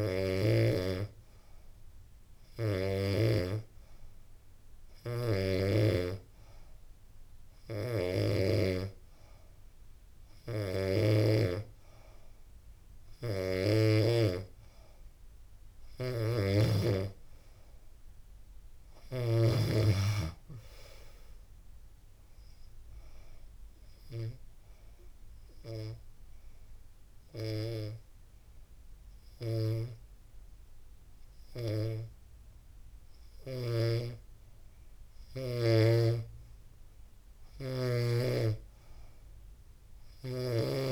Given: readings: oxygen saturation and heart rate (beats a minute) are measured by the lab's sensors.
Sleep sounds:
breathing in sleep by a room microphone; 1
15.50-19.00 s: snoring (device-marked)
23.00-34.00 s: hypopnea (oxygen 92% before, 90% lowest, heart rate 86 before, 85 extreme, up 1 after)
38.00-40.91 s: arousal
39.00-40.91 s: oxygen desaturation (device-marked, oxygen 95% before, 90% lowest, heart rate 87 before, 85 extreme)
39.50-40.91 s: snoring (device-marked)
From the record:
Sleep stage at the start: N3 (deep sleep); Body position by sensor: on the back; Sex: female

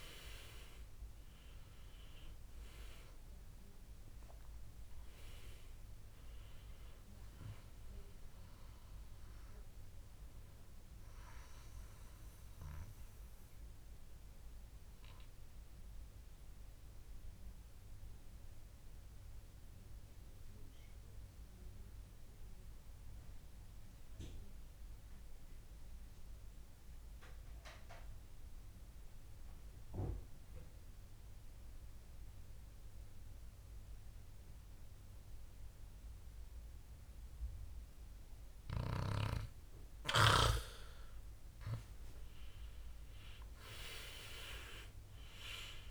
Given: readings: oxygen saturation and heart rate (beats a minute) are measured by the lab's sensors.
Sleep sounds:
breathing in sleep by a room microphone; 1
0.00-22.50 s: oxygen desaturation (device-marked, oxygen 92% lowest, heart rate 60 extreme)
12.50-40.50 s: obstructive apnea (oxygen 98% before, 92% lowest, heart rate 74 before, 60 extreme, up 16 after)
42.50-45.90 s: arousal
42.50-45.90 s: oxygen desaturation (device-marked, oxygen 97% before, 92% lowest, heart rate 61 before, 62 extreme)
From the record:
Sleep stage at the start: N2 (light sleep); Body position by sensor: on the back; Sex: male

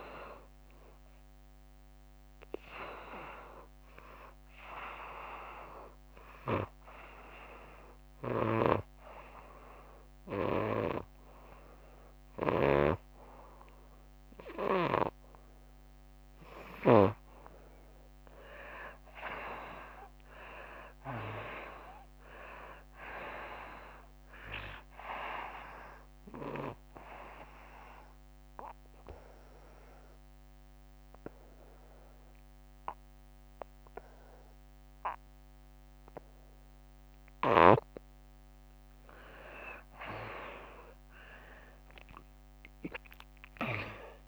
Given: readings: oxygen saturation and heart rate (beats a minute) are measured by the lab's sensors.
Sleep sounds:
breathing in sleep by a microphone on the trachea; 2
0.00-15.00 s: oxygen desaturation (device-marked, oxygen 80% lowest, heart rate 73 extreme)
4.00-17.00 s: obstructive apnea (oxygen 95% before, 82% lowest, heart rate 88 before, 69 extreme, up 10 after)
8.00-17.00 s: snoring (device-marked)
19.00-22.50 s: arousal
26.50-37.50 s: obstructive apnea (oxygen 99% before, 81% lowest, heart rate 81 before, 69 extreme, up 10 after)
27.00-35.00 s: oxygen desaturation (device-marked, oxygen 98% before, 88% lowest, heart rate 81 before, 69 extreme)
39.00-42.50 s: arousal
From the record:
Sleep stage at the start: N2 (light sleep); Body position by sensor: on the right side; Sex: female

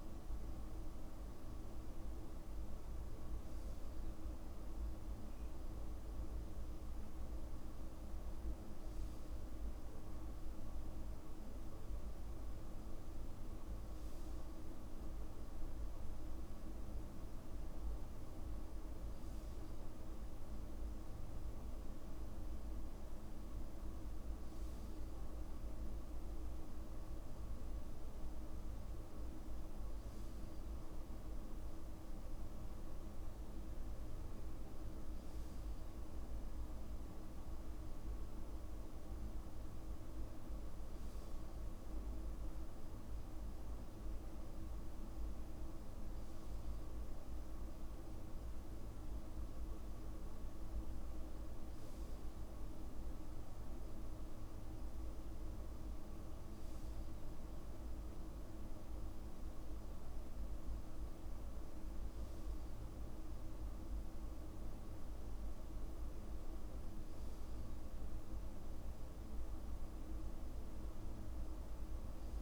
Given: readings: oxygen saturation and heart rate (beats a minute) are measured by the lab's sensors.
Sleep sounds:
breathing in sleep, hard to hear, by a room microphone; none
none scored
From the record:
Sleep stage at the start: N2 (light sleep); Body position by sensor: on the back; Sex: male

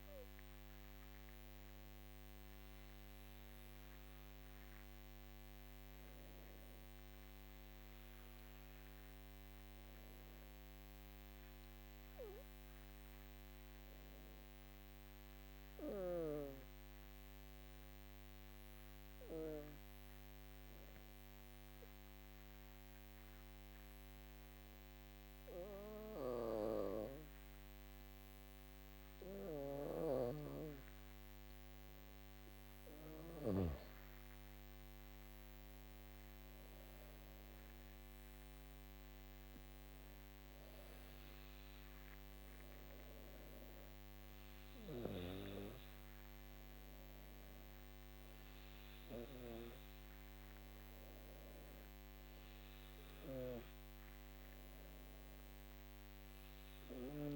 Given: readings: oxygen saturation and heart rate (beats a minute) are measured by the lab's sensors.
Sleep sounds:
breathing in sleep by a microphone on the trachea; 1
9.50-30.50 s: obstructive apnea (oxygen 99% before, 94% lowest, heart rate 56 before, 53 extreme, up 16 after)
28.50-57.36 s: oxygen desaturation (device-marked, oxygen 99% before, 94% lowest, heart rate 58 before, 54 extreme)
33.50-37.50 s: arousal
From the record:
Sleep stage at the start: N2 (light sleep); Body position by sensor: on the back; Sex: female

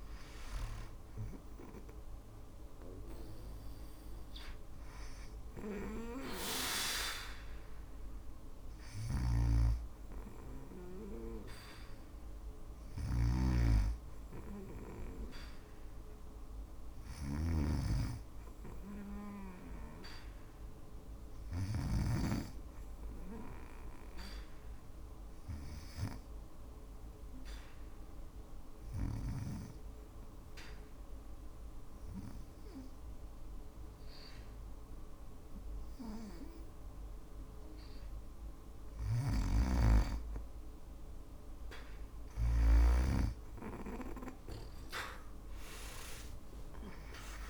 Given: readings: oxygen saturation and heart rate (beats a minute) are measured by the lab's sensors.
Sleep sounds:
breathing in sleep by a room microphone; 1
0.00-16.00 s: oxygen desaturation (device-marked, oxygen 89% lowest, heart rate 57 extreme)
8.00-21.00 s: snoring (device-marked)
25.50-36.50 s: obstructive apnea (oxygen 98% before, 92% lowest, heart rate 58 before, 58 extreme, up 2 after)
38.00-42.00 s: snoring (device-marked)
44.50-47.50 s: arousal
From the record:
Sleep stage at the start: N2 (light sleep); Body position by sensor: on the back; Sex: female

